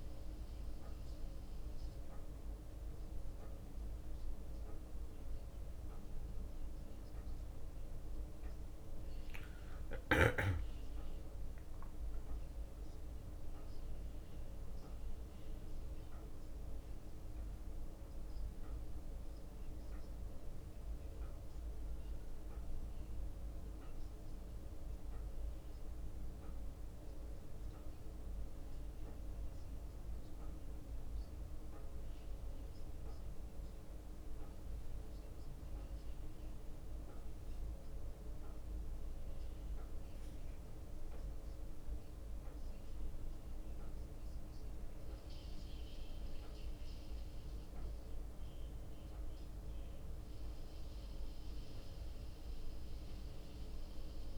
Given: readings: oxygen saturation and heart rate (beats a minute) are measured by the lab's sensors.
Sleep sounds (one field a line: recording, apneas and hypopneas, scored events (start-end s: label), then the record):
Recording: a person awake in a sleep study, hard to hear, by a room microphone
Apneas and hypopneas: none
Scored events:
9.50-19.50 s: leg movement (device-marked)
27.50-40.50 s: drop in pulse transit time (device-marked, heart rate 62 before, 60 extreme)
From the record:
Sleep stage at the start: awake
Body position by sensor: on the back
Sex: male